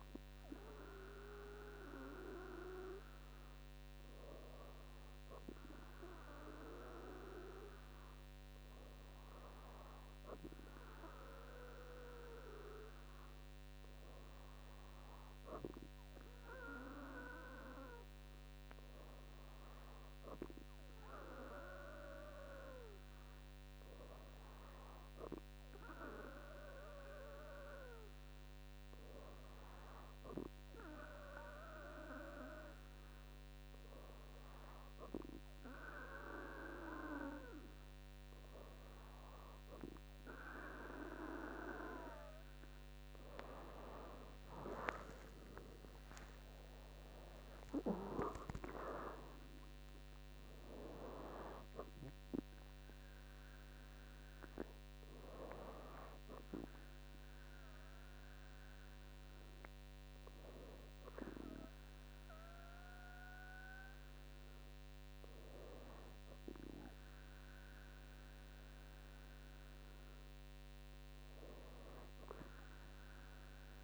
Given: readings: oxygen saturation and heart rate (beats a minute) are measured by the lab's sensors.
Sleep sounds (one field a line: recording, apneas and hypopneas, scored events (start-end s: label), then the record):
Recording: breathing in sleep by a microphone on the trachea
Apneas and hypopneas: none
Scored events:
44.50-48.50 s: arousal
From the record:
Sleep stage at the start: N2 (light sleep)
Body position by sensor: on the back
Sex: female